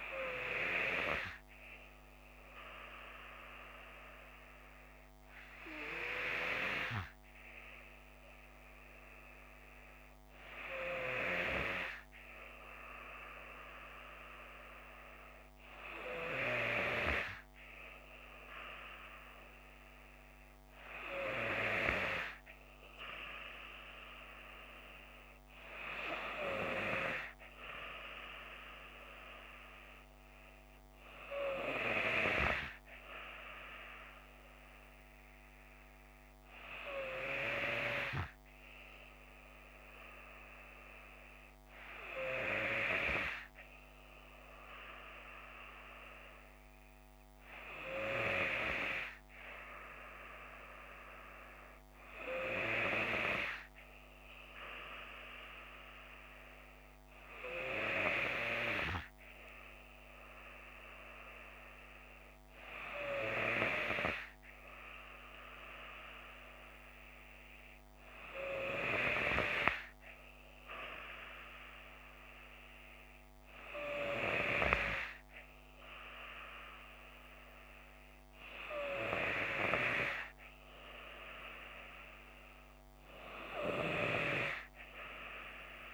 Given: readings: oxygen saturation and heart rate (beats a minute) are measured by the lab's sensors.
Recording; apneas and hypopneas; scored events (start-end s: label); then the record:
breathing in sleep by a microphone on the trachea; none
none scored
From the record:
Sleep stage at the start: N2 (light sleep); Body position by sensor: on the left side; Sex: female